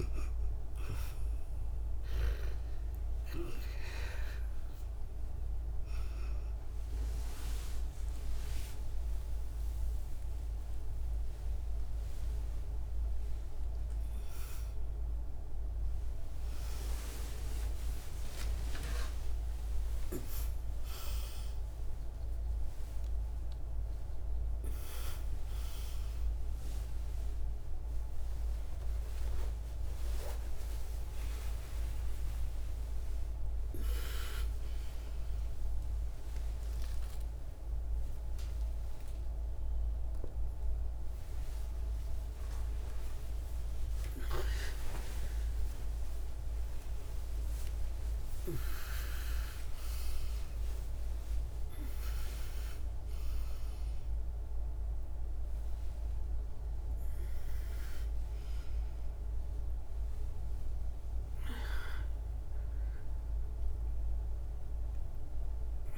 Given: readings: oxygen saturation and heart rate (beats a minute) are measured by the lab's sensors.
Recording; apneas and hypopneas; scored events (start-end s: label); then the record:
a person awake in a sleep study, by a room microphone; none
0.00-18.00 s: oxygen desaturation (device-marked, oxygen 78% lowest, heart rate 55 extreme)
9.00-65.98 s: new sleep stage, awake
From the record:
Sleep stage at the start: REM sleep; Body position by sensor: on the back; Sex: female